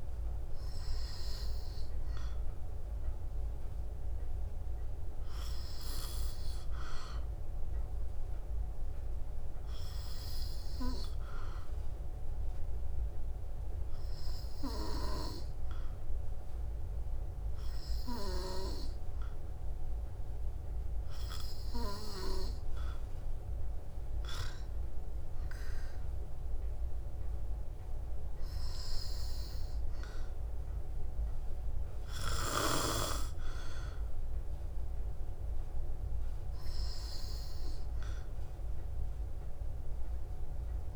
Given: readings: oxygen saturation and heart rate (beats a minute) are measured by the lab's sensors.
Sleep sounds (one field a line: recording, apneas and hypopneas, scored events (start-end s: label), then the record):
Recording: breathing in sleep by a room microphone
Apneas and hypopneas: 1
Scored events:
8.50-21.00 s: obstructive apnea (oxygen 95% before, 92% lowest, heart rate 55 before, 54 extreme, up 1 after)
25.00-28.50 s: arousal
From the record:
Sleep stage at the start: N2 (light sleep)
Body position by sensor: on the back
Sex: female